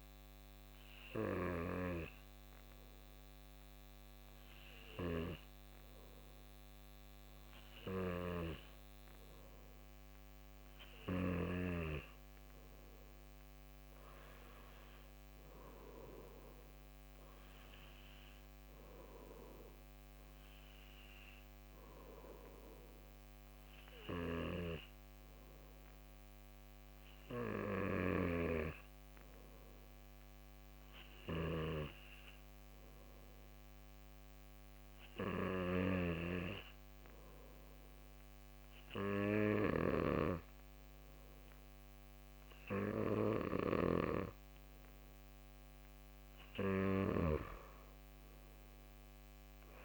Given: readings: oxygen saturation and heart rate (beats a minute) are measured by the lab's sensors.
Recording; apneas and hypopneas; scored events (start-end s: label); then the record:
breathing in sleep by a microphone on the trachea; 1
22.50-45.50 s: hypopnea (oxygen 96% before, 94% lowest)
31.00-40.00 s: snoring (device-marked)
48.50-49.85 s: arousal
From the record:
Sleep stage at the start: N2 (light sleep); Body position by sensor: on the back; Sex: male